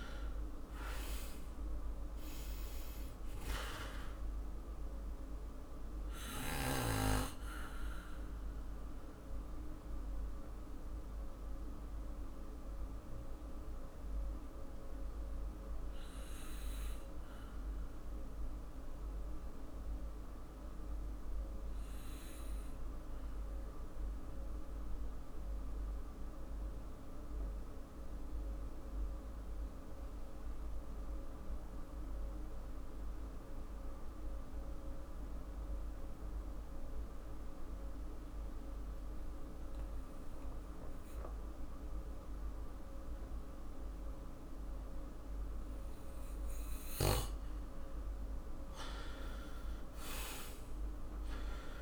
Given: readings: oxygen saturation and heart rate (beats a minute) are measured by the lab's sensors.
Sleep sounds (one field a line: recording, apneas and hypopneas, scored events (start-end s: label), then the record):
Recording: breathing in sleep by a room microphone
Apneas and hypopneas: 1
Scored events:
0.00-3.50 s: arousal
7.50-47.00 s: mixed apnea (oxygen 99% before, 90% lowest, heart rate 55 before, 47 extreme, up 15 after)
20.00-50.00 s: new sleep stage, REM sleep
24.00-36.00 s: oxygen desaturation (device-marked, oxygen 98% before, 92% lowest, heart rate 53 before, 51 extreme)
49.50-51.82 s: arousal
50.00-51.82 s: new sleep stage, N2 (light sleep)
From the record:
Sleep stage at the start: N2 (light sleep)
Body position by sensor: on the back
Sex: male